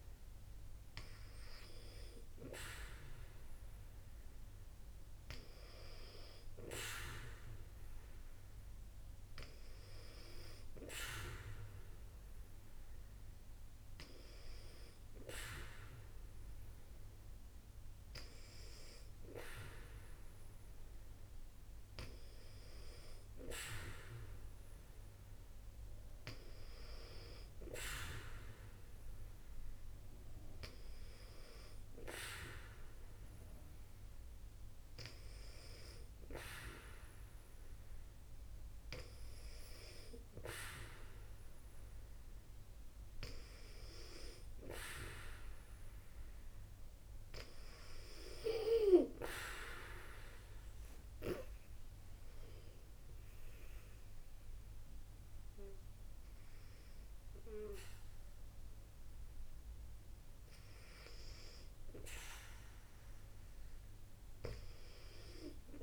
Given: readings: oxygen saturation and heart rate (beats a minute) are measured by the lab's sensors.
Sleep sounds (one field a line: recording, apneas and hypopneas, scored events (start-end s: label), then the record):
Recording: breathing in sleep by a room microphone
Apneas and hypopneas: none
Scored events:
50.00-55.50 s: arousal
From the record:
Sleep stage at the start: N2 (light sleep)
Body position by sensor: on the back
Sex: female